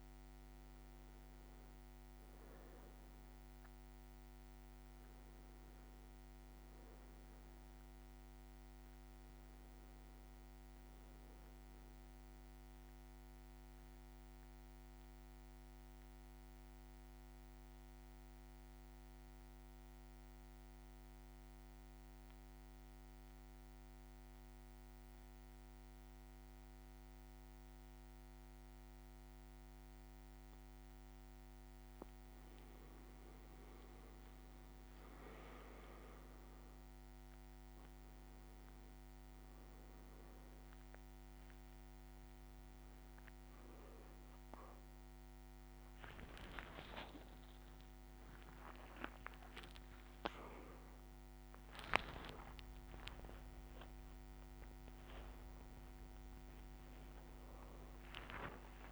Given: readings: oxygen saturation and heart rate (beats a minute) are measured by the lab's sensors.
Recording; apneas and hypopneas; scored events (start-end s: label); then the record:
a person partly awake in a sleep study, by a microphone on the trachea; 1
4.00-8.50 s: arousal
12.00-31.00 s: central apnea (oxygen 99% before, 92% lowest, heart rate 61 before, 55 extreme, up 7 after)
31.00-34.50 s: leg movement (device-marked)
32.50-58.91 s: new sleep stage, awake
34.50-58.91 s: oxygen desaturation (device-marked, oxygen 98% before, 92% lowest, heart rate 57 before, 56 extreme)
From the record:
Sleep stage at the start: N1 (lightest sleep); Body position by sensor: on the back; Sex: male